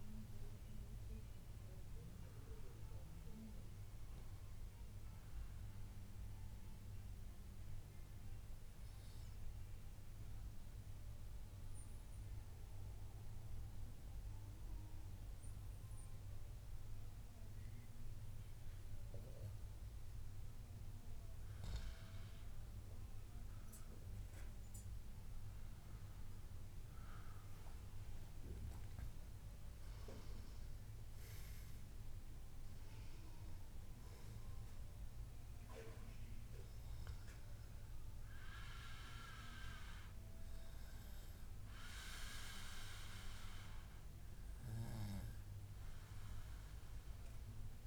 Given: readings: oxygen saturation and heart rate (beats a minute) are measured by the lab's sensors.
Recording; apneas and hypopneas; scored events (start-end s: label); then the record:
breathing in sleep by a room microphone; 1
2.00-20.50 s: obstructive apnea (oxygen 97% before, 93% lowest, heart rate 144 before, 89 extreme, up 28 after)
24.00-28.00 s: arousal
30.50-44.50 s: oxygen desaturation (device-marked, oxygen 96% before, 93% lowest, heart rate 138 before, 94 extreme)
From the record:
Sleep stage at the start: N2 (light sleep); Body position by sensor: on the back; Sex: male